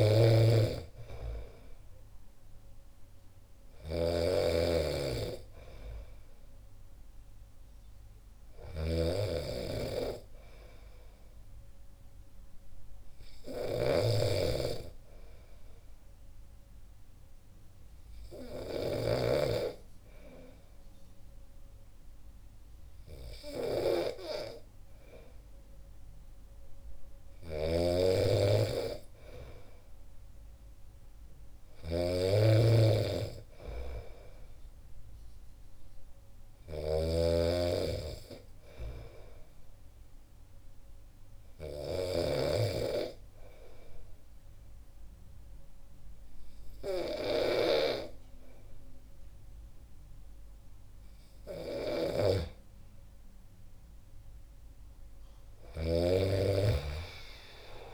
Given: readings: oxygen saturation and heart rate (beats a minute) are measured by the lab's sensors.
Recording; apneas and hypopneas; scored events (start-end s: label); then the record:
breathing in sleep by a room microphone; 2
0.00-19.00 s: snoring (device-marked)
15.50-27.00 s: hypopnea (oxygen 96% before, 94% lowest, heart rate 65 before, 63 extreme, up 0 after)
27.50-42.50 s: snoring (device-marked)
29.00-32.00 s: arousal
41.00-51.00 s: hypopnea (oxygen 97% before, 88% lowest, heart rate 64 before, 62 extreme, up 2 after)
52.00-56.00 s: snoring (device-marked)
55.00-57.94 s: arousal
From the record:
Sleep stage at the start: N2 (light sleep); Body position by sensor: on the back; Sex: male